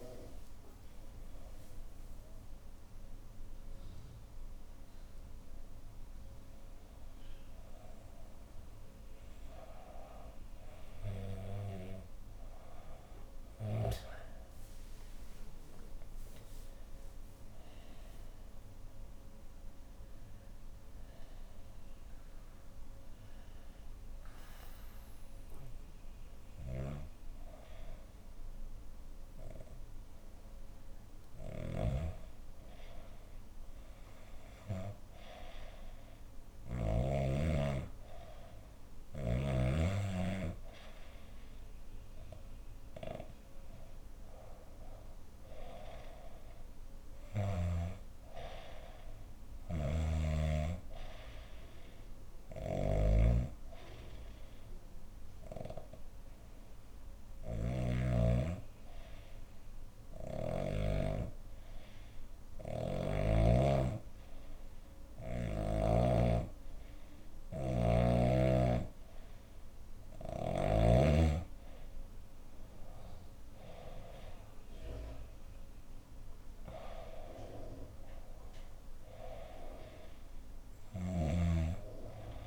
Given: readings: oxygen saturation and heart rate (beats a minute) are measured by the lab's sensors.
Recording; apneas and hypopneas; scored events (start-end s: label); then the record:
a person partly awake in a sleep study, by a room microphone; 2
2.00-32.00 s: new sleep stage, N1 (lightest sleep)
18.00-30.00 s: oxygen desaturation (device-marked, oxygen 98% before, 94% lowest, heart rate 90 before, 63 extreme)
18.50-31.00 s: obstructive apnea (oxygen 98% before, 89% lowest, heart rate 90 before, 63 extreme, up 4 after)
26.00-36.50 s: snoring (device-marked)
32.00-36.00 s: arousal
32.00-82.47 s: new sleep stage, N2 (light sleep)
41.00-47.00 s: oxygen desaturation (device-marked, oxygen 97% before, 93% lowest, heart rate 66 before, 68 extreme)
52.00-60.50 s: snoring (device-marked)
53.00-66.50 s: obstructive apnea (oxygen 97% before, 89% lowest, heart rate 68 before, 61 extreme, up 4 after)
70.00-82.47 s: oxygen desaturation (device-marked, oxygen 95% before, 89% lowest, heart rate 69 before, 61 extreme)
73.00-78.50 s: arousal
From the record:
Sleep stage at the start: awake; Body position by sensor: on the left side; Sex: female